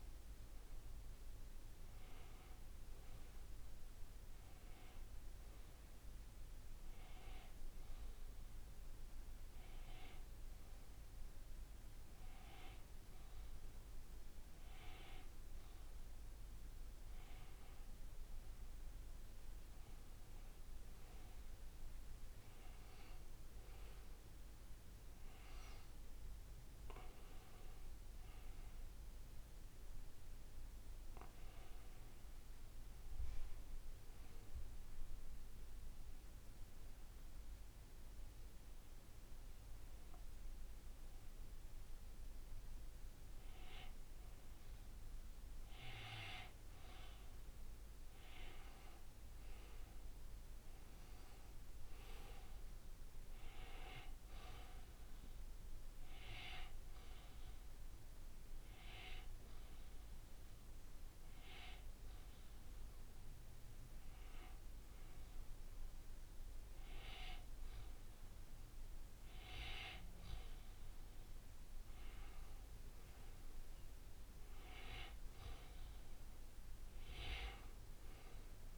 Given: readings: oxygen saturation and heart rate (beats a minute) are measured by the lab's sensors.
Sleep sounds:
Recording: breathing in sleep by a room microphone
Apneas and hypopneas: 2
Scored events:
36.00-46.50 s: obstructive apnea (oxygen 94% before, 91% lowest, heart rate 68 before, 57 extreme, up 7 after)
49.50-53.00 s: arousal
51.00-65.00 s: oxygen desaturation (device-marked, oxygen 95% before, 92% lowest, heart rate 66 before, 57 extreme)
57.50-69.50 s: hypopnea (oxygen 95% before, 91% lowest, heart rate 63 before, 60 extreme, up 5 after)
72.50-75.50 s: arousal
From the record:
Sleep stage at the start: N2 (light sleep)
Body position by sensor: on the back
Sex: male

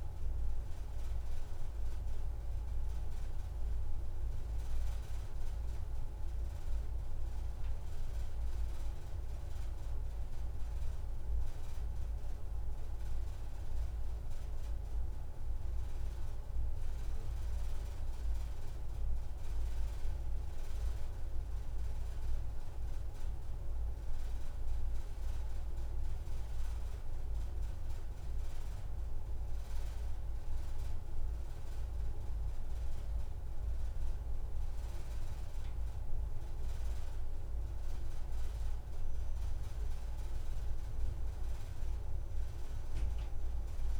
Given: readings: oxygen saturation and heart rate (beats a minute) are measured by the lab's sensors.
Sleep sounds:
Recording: breathing in sleep, hard to hear, by a room microphone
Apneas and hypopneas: none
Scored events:
29.50-31.50 s: long interval between heartbeats (device-marked)
33.00-35.00 s: long interval between heartbeats (device-marked)
35.00-37.00 s: long interval between heartbeats (device-marked)
38.00-40.00 s: long interval between heartbeats (device-marked)
40.00-42.00 s: long interval between heartbeats (device-marked, heart rate 40 before, 155 extreme)
43.00-44.00 s: long interval between heartbeats (device-marked, heart rate 64 before, 130 extreme)
From the record:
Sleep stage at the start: N1 (lightest sleep)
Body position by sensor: on the back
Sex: female

